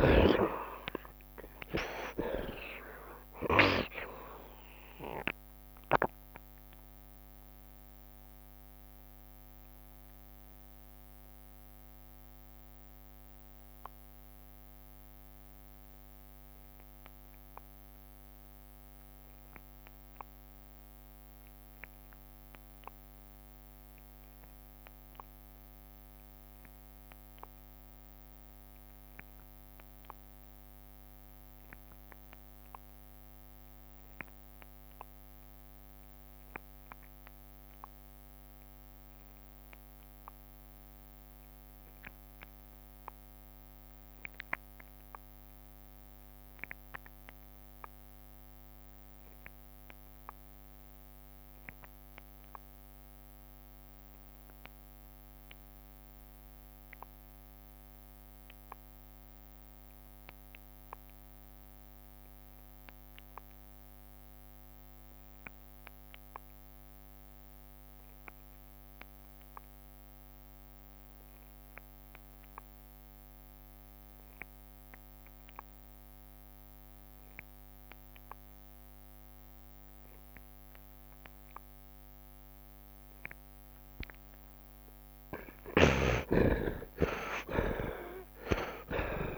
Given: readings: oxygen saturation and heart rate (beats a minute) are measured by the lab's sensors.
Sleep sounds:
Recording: breathing in sleep by a microphone on the trachea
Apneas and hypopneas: 1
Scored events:
0.00-1.00 s: arousal
0.00-3.00 s: tachycardia (device-marked, heart rate 116 extreme)
0.00-25.00 s: oxygen desaturation (device-marked, oxygen 52% lowest, heart rate 75 extreme)
1.00-3.00 s: long interval between heartbeats (device-marked, heart rate 82 before, 110 extreme)
4.50-83.00 s: mixed apnea (oxygen 82% before, 43% lowest, heart rate 86 before, 72 extreme, up 11 after)
9.00-11.00 s: long interval between heartbeats (device-marked, heart rate 91 before, 92 extreme)
27.00-89.38 s: oxygen desaturation (device-marked, oxygen 80% before, 48% lowest, heart rate 82 before, 72 extreme)
84.50-86.50 s: long interval between heartbeats (device-marked, heart rate 79 before, 90 extreme)
85.50-89.38 s: arousal
87.50-89.38 s: long interval between heartbeats (device-marked, heart rate 80 before, 81 extreme)
From the record:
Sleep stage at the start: N2 (light sleep)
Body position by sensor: on the right side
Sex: male

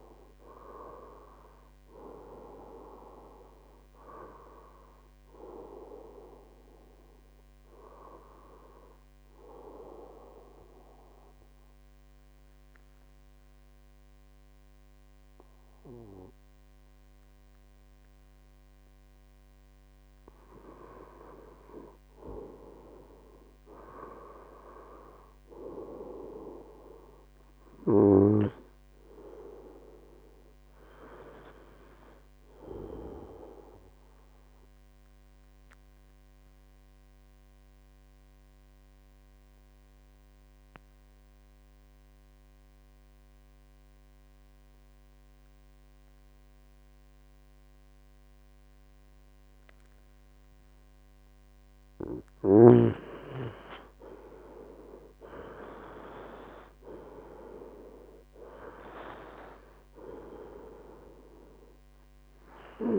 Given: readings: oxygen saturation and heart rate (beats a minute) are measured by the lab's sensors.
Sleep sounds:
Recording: breathing in sleep by a microphone on the trachea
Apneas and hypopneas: 2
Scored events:
11.00-21.50 s: obstructive apnea (oxygen 96% before, 92% lowest, heart rate 77 before, 66 extreme, up 5 after)
23.50-27.00 s: arousal
35.50-52.50 s: obstructive apnea (oxygen 96% before, 92% lowest, heart rate 75 before, 65 extreme, up 15 after)
54.00-57.00 s: arousal
56.50-62.99 s: oxygen desaturation (device-marked, oxygen 96% before, 92% lowest, heart rate 70 before, 68 extreme)
From the record:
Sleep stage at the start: N2 (light sleep)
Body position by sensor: on the right side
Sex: male

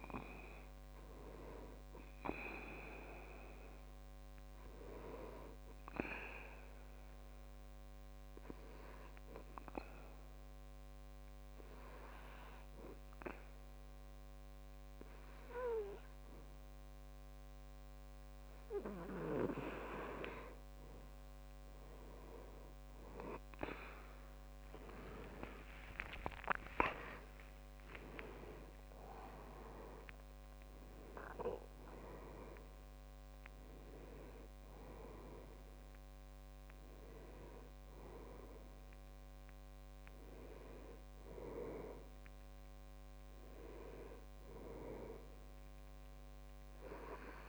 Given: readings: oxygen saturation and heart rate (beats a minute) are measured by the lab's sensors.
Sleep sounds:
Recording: breathing in sleep by a microphone on the trachea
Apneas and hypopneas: 1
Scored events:
6.00-20.00 s: obstructive apnea (oxygen 98% before, 93% lowest, heart rate 66 before, 63 extreme, up 8 after)
24.50-29.50 s: arousal
28.50-47.49 s: oxygen desaturation (device-marked, oxygen 98% before, 93% lowest, heart rate 65 before, 62 extreme)
From the record:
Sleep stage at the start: N2 (light sleep)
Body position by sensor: on the back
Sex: male

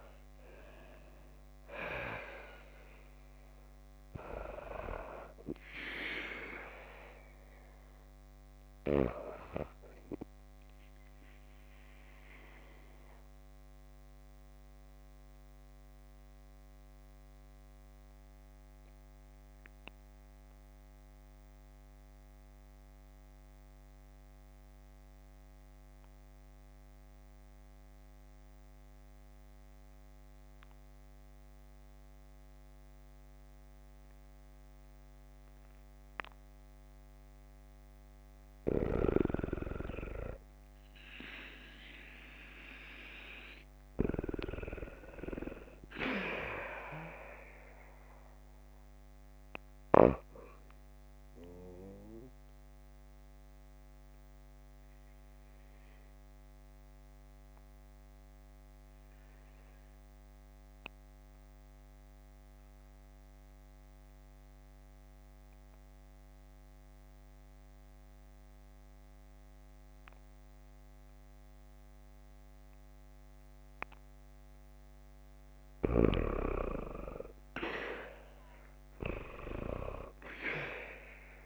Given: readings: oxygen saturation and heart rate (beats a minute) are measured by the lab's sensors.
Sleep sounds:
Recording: breathing in sleep by a microphone on the trachea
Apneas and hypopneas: 2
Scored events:
0.00-1.50 s: arousal
0.00-13.50 s: oxygen desaturation (device-marked, oxygen 91% lowest, heart rate 51 extreme)
11.00-37.50 s: obstructive apnea (oxygen 96% before, 87% lowest, heart rate 59 before, 51 extreme, up 12 after)
35.50-48.50 s: oxygen desaturation (device-marked, oxygen 95% before, 88% lowest, heart rate 54 before, 52 extreme)
44.50-48.50 s: arousal
51.50-74.50 s: obstructive apnea (oxygen 96% before, 87% lowest, heart rate 56 before, 52 extreme, up 4 after)
76.00-79.50 s: arousal
79.50-81.46 s: oxygen desaturation (device-marked, oxygen 96% before, 87% lowest, heart rate 54 before, 52 extreme)
From the record:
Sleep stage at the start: N2 (light sleep)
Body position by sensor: on the back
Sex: female

